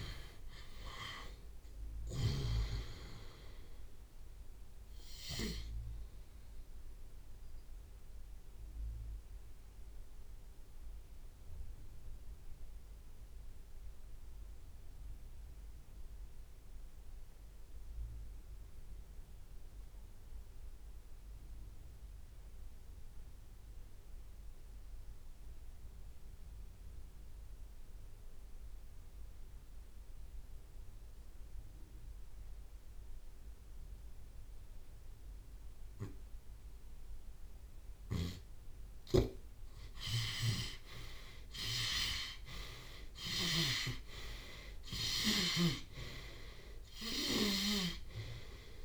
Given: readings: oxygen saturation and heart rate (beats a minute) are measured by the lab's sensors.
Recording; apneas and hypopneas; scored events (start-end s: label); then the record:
breathing in sleep by a room microphone; 1
0.00-10.00 s: drop in pulse transit time (device-marked, heart rate 64 extreme)
0.00-35.00 s: oxygen desaturation (device-marked, oxygen 68% lowest)
7.50-38.50 s: obstructive apnea (oxygen 97% before, 68% lowest)
8.00-10.00 s: long interval between heartbeats (device-marked, heart rate 56 before, 64 extreme)
14.00-16.00 s: long interval between heartbeats (device-marked, heart rate 65 before, 48 extreme)
22.00-24.00 s: long interval between heartbeats (device-marked, heart rate 56 before, 30 extreme)
38.00-48.85 s: drop in pulse transit time (device-marked)
39.00-48.00 s: snoring (device-marked)
39.50-44.50 s: arousal
40.50-42.50 s: long interval between heartbeats (device-marked)
44.00-48.85 s: oxygen desaturation (device-marked, oxygen 96% before, 69% lowest)
45.00-47.00 s: tachycardia (device-marked)
45.50-47.50 s: long interval between heartbeats (device-marked, heart rate 32 before, 90 extreme)
47.50-48.85 s: long interval between heartbeats (device-marked, heart rate 39 before, 100 extreme)
From the record:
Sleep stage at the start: REM sleep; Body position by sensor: on the left side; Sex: male